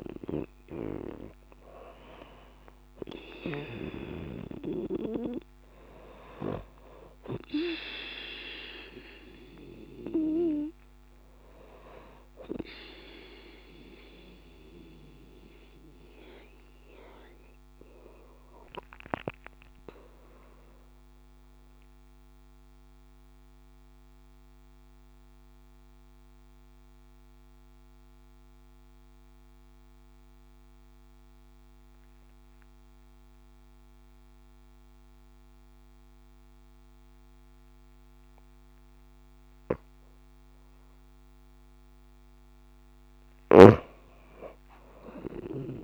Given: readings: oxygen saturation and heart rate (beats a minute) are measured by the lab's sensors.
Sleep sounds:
breathing in sleep by a microphone on the trachea; 1
2.00-29.00 s: oxygen desaturation (device-marked, oxygen 96% before, 91% lowest)
13.00-41.50 s: mixed apnea (oxygen 96% before, 91% lowest)
44.00-45.84 s: oxygen desaturation (device-marked, oxygen 97% before, 91% lowest)
44.50-45.84 s: arousal
From the record:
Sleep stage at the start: N2 (light sleep); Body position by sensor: on the back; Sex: female

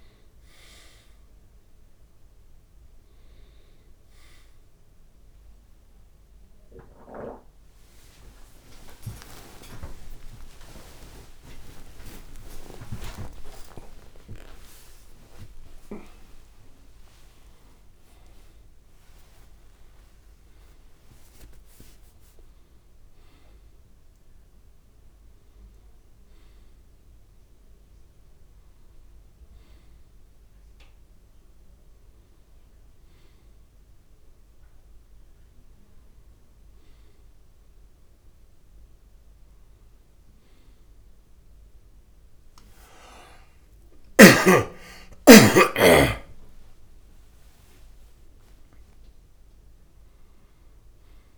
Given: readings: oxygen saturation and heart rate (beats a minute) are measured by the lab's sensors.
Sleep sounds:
a person awake in a sleep study, by a room microphone; none
0.00-14.50 s: oxygen desaturation (device-marked, oxygen 84% lowest, heart rate 67 extreme)
8.50-51.38 s: new sleep stage, awake
From the record:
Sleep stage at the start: N2 (light sleep); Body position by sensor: on the right side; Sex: male

